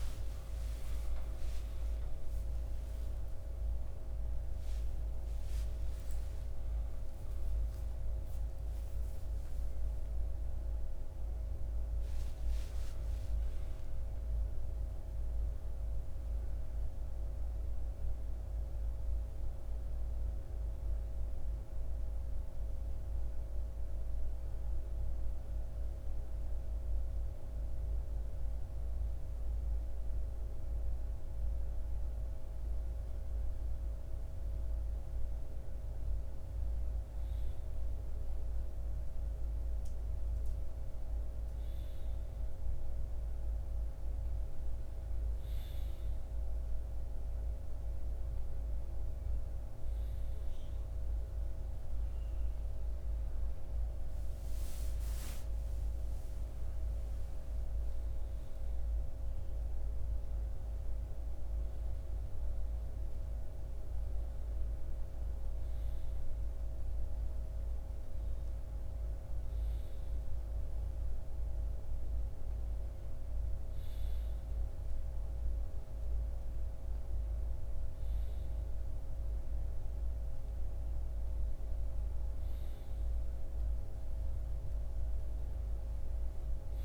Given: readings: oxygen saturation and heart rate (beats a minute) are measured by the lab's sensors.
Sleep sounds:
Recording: a person partly awake in a sleep study, hard to hear, by a room microphone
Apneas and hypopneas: 1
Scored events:
3.50-63.50 s: new sleep stage, N1 (lightest sleep)
23.50-35.50 s: hypopnea (oxygen 99% before, 92% lowest, heart rate 63 before, 58 extreme, up 1 after)
37.50-42.50 s: arousal
41.50-65.50 s: oxygen desaturation (device-marked, oxygen 96% before, 92% lowest, heart rate 59 before, 55 extreme)
63.50-86.85 s: new sleep stage, N2 (light sleep)
From the record:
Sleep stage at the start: awake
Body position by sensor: on the right side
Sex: male

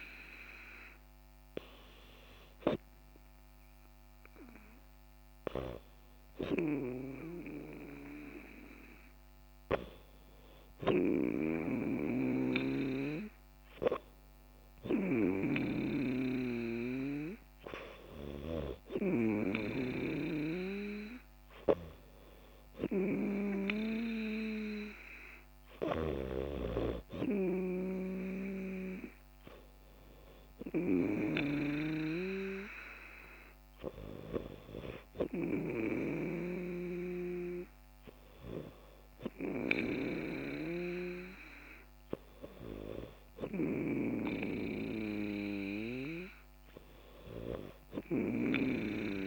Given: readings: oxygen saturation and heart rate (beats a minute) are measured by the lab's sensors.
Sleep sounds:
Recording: breathing in sleep by a microphone on the trachea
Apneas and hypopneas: none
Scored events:
none scored
From the record:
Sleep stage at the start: N3 (deep sleep)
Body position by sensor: on the back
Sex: female

